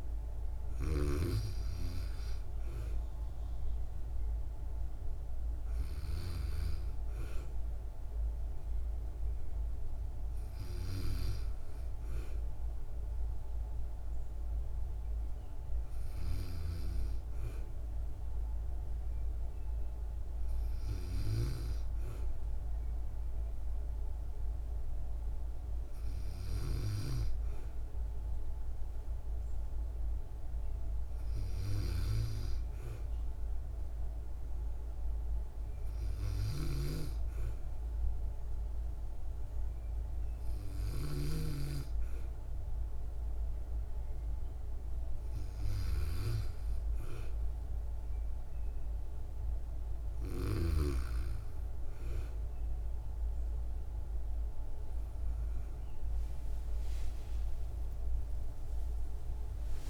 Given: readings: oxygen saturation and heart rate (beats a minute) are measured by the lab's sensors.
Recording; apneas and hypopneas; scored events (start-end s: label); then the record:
breathing in sleep by a room microphone; none
0.00-1.50 s: arousal
35.50-40.50 s: snoring (device-marked)
55.50-59.90 s: arousal
From the record:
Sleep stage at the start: N2 (light sleep); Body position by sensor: on the back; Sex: female